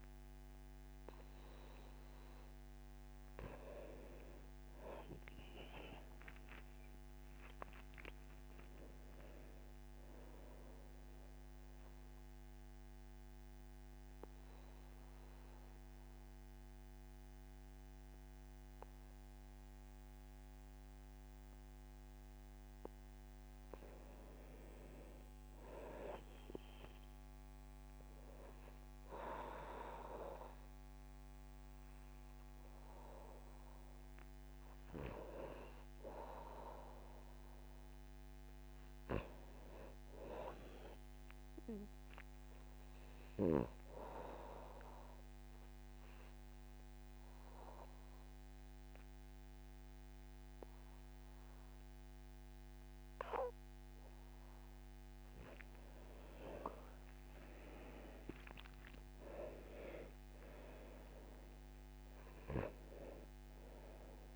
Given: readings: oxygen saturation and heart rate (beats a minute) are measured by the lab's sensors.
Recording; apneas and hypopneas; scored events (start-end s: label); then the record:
breathing in sleep by a microphone on the trachea; 2
0.00-11.50 s: oxygen desaturation (device-marked, oxygen 86% lowest, heart rate 73 extreme)
11.50-22.50 s: obstructive apnea (oxygen 98% before, 86% lowest, heart rate 81 before, 73 extreme, up 5 after)
24.50-27.00 s: arousal
28.50-42.50 s: oxygen desaturation (device-marked, oxygen 98% before, 92% lowest, heart rate 79 before, 76 extreme)
43.00-54.50 s: obstructive apnea (oxygen 98% before, 84% lowest, heart rate 76 before, 77 extreme, up 11 after)
57.00-60.50 s: arousal
58.50-64.36 s: oxygen desaturation (device-marked, oxygen 94% before, 86% lowest, heart rate 79 before, 74 extreme)
From the record:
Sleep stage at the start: N2 (light sleep); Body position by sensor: on the back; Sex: male